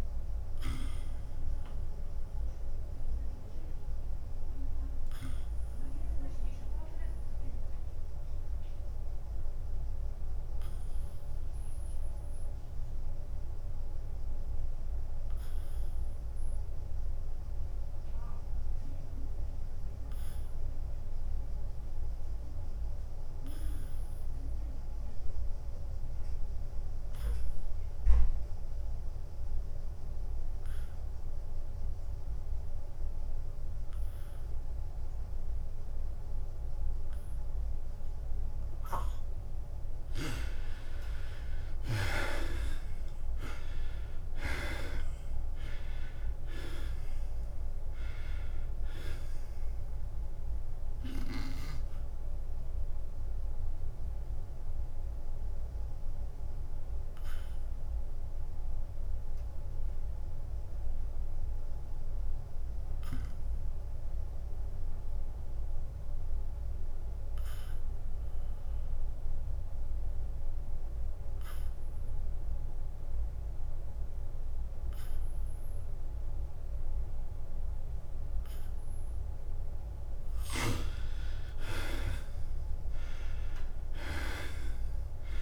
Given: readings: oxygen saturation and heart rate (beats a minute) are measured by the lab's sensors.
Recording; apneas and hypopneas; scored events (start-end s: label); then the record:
breathing in sleep by a room microphone; 2
0.00-3.50 s: drop in pulse transit time (device-marked, heart rate 89 extreme)
0.00-5.50 s: oxygen desaturation (device-marked, oxygen 94% lowest, heart rate 81 extreme)
1.50-40.00 s: obstructive apnea (oxygen 98% before, 67% lowest, heart rate 90 before, 81 extreme, up 5 after)
7.50-21.50 s: oxygen desaturation (device-marked, oxygen 95% before, 71% lowest, heart rate 91 before, 81 extreme)
36.50-57.50 s: drop in pulse transit time (device-marked, heart rate 85 before, 87 extreme)
42.00-46.00 s: arousal
53.00-80.00 s: obstructive apnea (oxygen 98% before, 67% lowest, heart rate 90 before, 83 extreme, up 11 after)
61.50-72.50 s: oxygen desaturation (device-marked, oxygen 93% before, 67% lowest, heart rate 92 before, 83 extreme)
81.50-85.42 s: oxygen desaturation (device-marked, oxygen 98% before, 77% lowest, heart rate 88 before, 85 extreme)
82.50-85.42 s: drop in pulse transit time (device-marked, heart rate 88 before, 86 extreme)
83.50-85.42 s: arousal
From the record:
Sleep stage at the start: N2 (light sleep); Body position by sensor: on the back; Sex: male